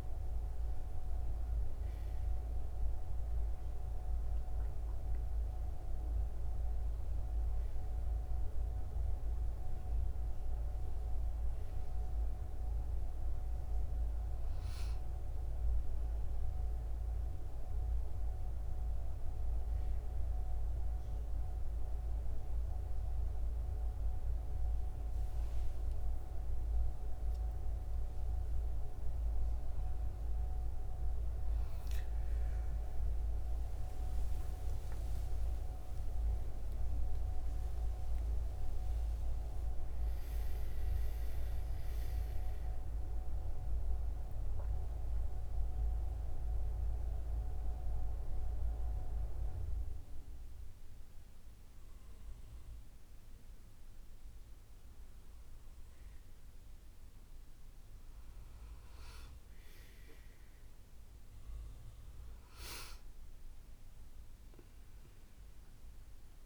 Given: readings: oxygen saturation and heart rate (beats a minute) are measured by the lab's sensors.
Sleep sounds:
a person awake in a sleep study, by a room microphone; none
63.50-66.46 s: oxygen desaturation (device-marked, oxygen 98% before, 94% lowest, heart rate 77 before, 68 extreme)
From the record:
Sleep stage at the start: awake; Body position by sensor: on the back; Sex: female

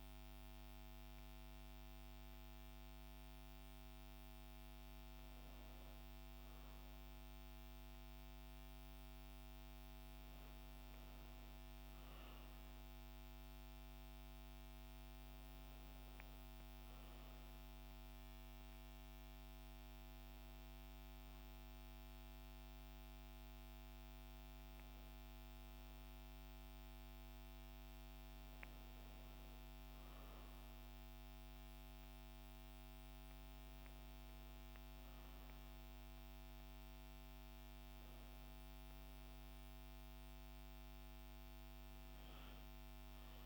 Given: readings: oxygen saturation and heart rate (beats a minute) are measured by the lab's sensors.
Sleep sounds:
breathing in sleep, hard to hear, by a microphone on the trachea; none
none scored
From the record:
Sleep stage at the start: N2 (light sleep); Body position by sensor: on the back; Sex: female

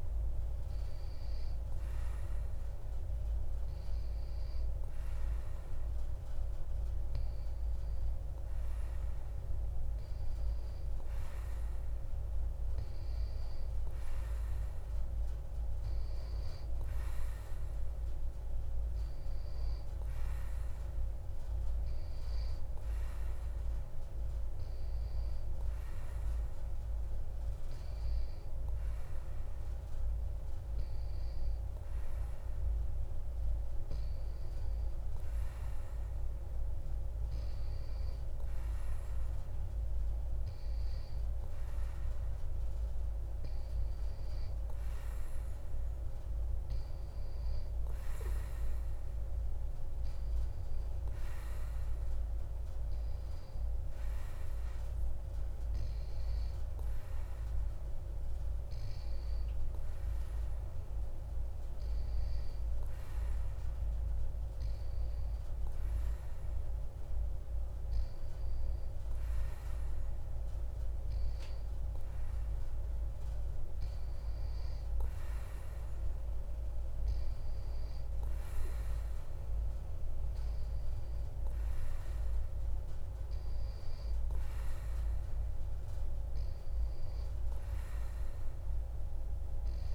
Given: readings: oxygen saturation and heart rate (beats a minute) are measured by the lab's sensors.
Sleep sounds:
breathing in sleep, hard to hear, by a room microphone; none
none scored
From the record:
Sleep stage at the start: N2 (light sleep); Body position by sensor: on the back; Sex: male

